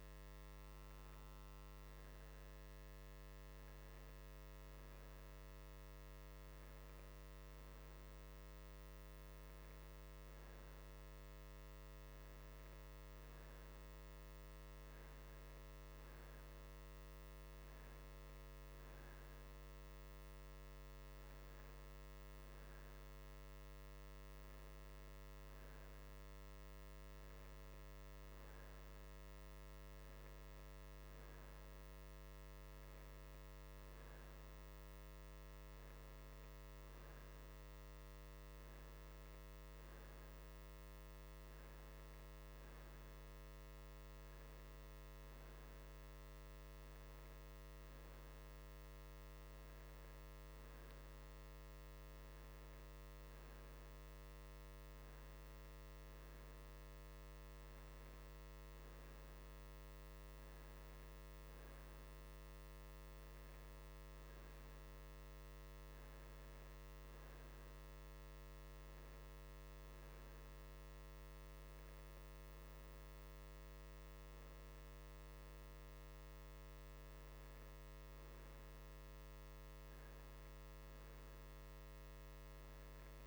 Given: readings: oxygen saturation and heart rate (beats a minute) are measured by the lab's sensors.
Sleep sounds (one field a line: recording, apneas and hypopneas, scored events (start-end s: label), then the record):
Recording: breathing in sleep, hard to hear, by a microphone on the trachea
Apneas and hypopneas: none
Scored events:
none scored
From the record:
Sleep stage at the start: N2 (light sleep)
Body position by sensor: on the right side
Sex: male